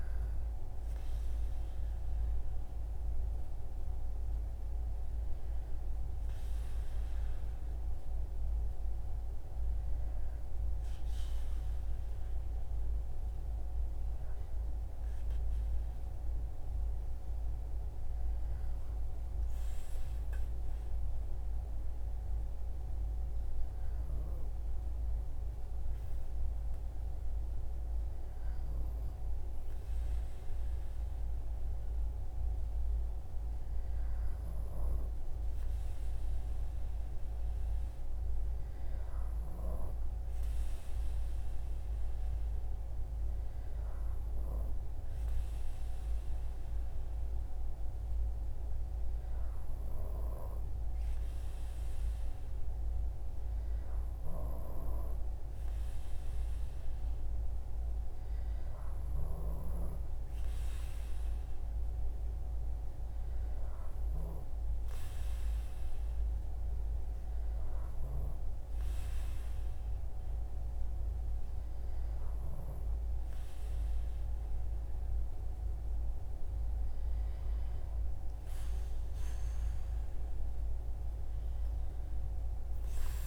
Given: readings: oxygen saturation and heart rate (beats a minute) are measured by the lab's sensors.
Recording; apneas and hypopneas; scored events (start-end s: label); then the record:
breathing in sleep, hard to hear, by a room microphone; none
none scored
From the record:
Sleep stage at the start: N2 (light sleep); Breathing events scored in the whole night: 68 in 7.1 hours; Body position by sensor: on the right side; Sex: male